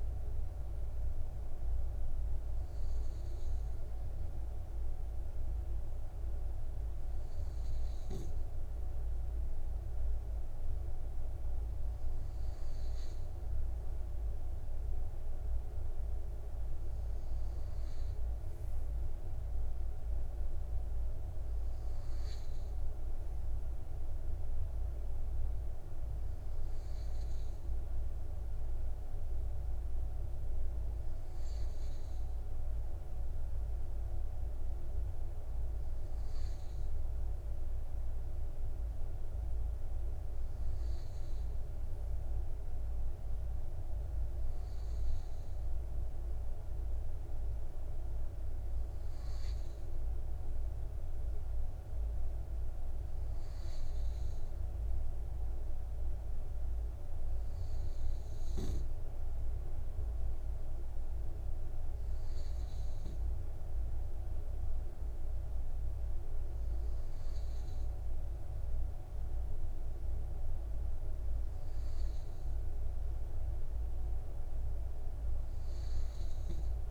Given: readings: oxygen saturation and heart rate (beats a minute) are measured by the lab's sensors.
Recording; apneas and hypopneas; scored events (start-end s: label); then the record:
breathing in sleep, hard to hear, by a room microphone; none
none scored
From the record:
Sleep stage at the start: N2 (light sleep); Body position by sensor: on the right side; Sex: male